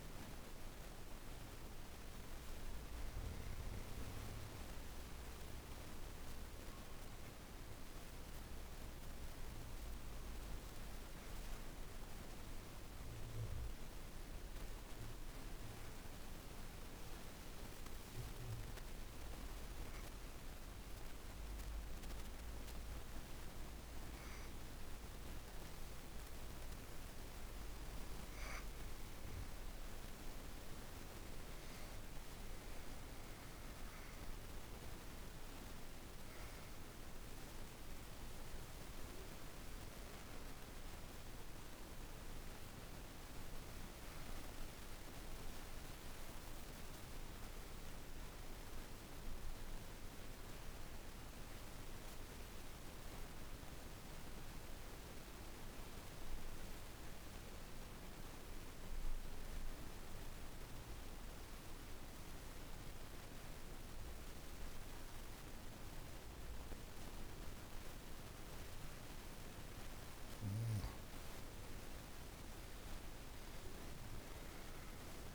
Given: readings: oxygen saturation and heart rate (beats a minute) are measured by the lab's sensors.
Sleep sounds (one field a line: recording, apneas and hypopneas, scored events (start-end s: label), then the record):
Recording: breathing in sleep, hard to hear, by a room microphone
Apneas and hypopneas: 2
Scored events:
0.00-15.50 s: oxygen desaturation (device-marked, oxygen 90% lowest, heart rate 51 extreme)
6.50-26.50 s: obstructive apnea (oxygen 97% before, 85% lowest, heart rate 54 before, 50 extreme, up 4 after)
28.50-52.50 s: oxygen desaturation (device-marked, oxygen 97% before, 89% lowest, heart rate 53 before, 45 extreme)
29.00-34.00 s: arousal
47.00-70.00 s: obstructive apnea (oxygen 97% before, 84% lowest, heart rate 55 before, 45 extreme, up 2 after)
67.50-75.35 s: oxygen desaturation (device-marked, oxygen 98% before, 84% lowest, heart rate 51 before, 46 extreme)
71.50-75.35 s: arousal
From the record:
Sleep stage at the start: N2 (light sleep)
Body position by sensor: on the back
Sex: female